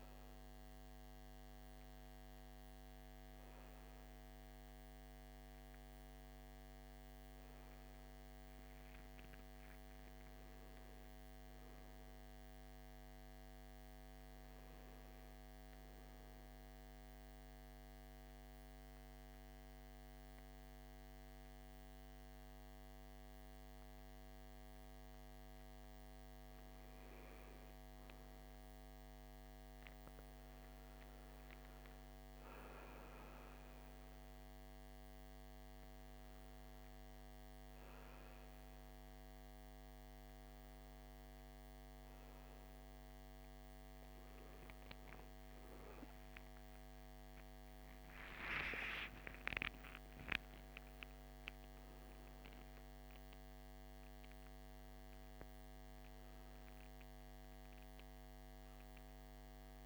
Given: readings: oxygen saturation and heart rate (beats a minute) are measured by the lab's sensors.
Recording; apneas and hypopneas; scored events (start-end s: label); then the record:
breathing in sleep, hard to hear, by a microphone on the trachea; 1
0.00-4.00 s: oxygen desaturation (device-marked, oxygen 90% lowest, heart rate 56 extreme)
9.50-14.00 s: arousal
16.50-26.50 s: central apnea (oxygen 98% before, 91% lowest, heart rate 61 before, 56 extreme, up 10 after)
24.00-50.00 s: oxygen desaturation (device-marked, oxygen 97% before, 91% lowest, heart rate 58 before, 56 extreme)
28.00-32.50 s: arousal
48.00-59.86 s: new sleep stage, N2 (light sleep)
48.50-52.50 s: arousal
From the record:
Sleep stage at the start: N1 (lightest sleep); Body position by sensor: on the back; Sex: male